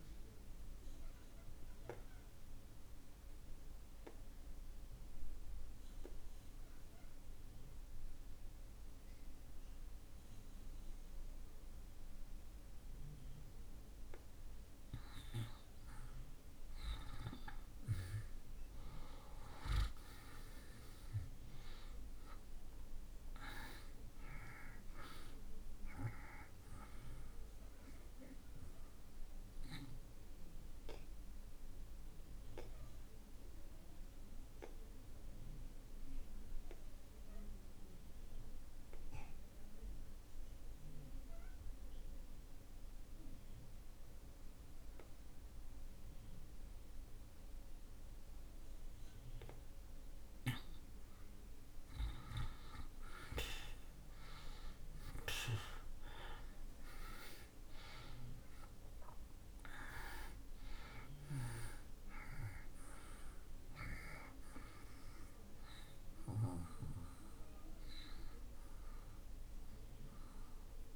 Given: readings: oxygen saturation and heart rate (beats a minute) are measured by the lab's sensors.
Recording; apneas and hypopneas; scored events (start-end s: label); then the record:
breathing in sleep by a room microphone; 2
0.00-21.00 s: oxygen desaturation (device-marked, oxygen 84% lowest)
0.50-15.00 s: obstructive apnea (oxygen 96% before, 75% lowest)
17.00-20.50 s: arousal
27.50-50.50 s: obstructive apnea (oxygen 95% before, 75% lowest)
28.00-53.00 s: oxygen desaturation (device-marked, oxygen 95% before, 82% lowest)
52.50-58.50 s: arousal
55.00-70.96 s: oxygen desaturation (device-marked, oxygen 95% before, 75% lowest)
From the record:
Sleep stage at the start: N1 (lightest sleep); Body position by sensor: on the back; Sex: male